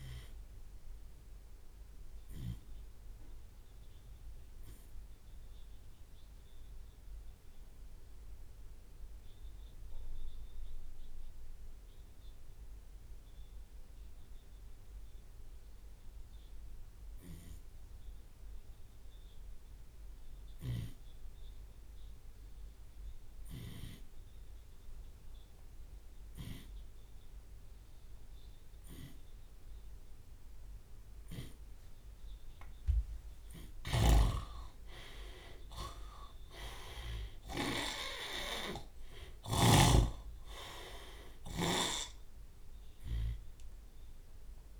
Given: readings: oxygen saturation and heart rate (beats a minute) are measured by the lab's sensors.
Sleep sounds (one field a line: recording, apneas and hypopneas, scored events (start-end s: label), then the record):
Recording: breathing in sleep by a room microphone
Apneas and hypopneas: 1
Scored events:
0.00-7.50 s: drop in pulse transit time (device-marked, heart rate 68 extreme)
1.50-32.50 s: obstructive apnea (oxygen 100% before, 83% lowest, heart rate 104 before, 46 extreme)
13.50-31.50 s: oxygen desaturation (device-marked, oxygen 95% before, 89% lowest, heart rate 84 before, 46 extreme)
19.50-21.50 s: long interval between heartbeats (device-marked, heart rate 71 before, 64 extreme)
19.50-29.50 s: drop in pulse transit time (device-marked, heart rate 71 before, 64 extreme)
21.50-23.50 s: long interval between heartbeats (device-marked, heart rate 66 before, 72 extreme)
23.50-29.50 s: tachycardia (device-marked, heart rate 62 before, 109 extreme)
26.00-28.00 s: long interval between heartbeats (device-marked, heart rate 62 before, 99 extreme)
29.50-31.50 s: long interval between heartbeats (device-marked, heart rate 71 before, 117 extreme)
31.50-42.50 s: tachycardia (device-marked, heart rate 64 before, 166 extreme)
32.00-34.00 s: long interval between heartbeats (device-marked, heart rate 77 before, 98 extreme)
34.00-42.00 s: snoring (device-marked)
35.00-37.00 s: long interval between heartbeats (device-marked, heart rate 85 before, 109 extreme)
35.00-39.00 s: arousal
37.50-39.50 s: long interval between heartbeats (device-marked, heart rate 94 before, 131 extreme)
40.00-42.00 s: long interval between heartbeats (device-marked, heart rate 102 before, 160 extreme)
42.00-44.00 s: long interval between heartbeats (device-marked, heart rate 111 before, 140 extreme)
From the record:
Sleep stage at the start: N2 (light sleep)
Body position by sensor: on the left side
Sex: male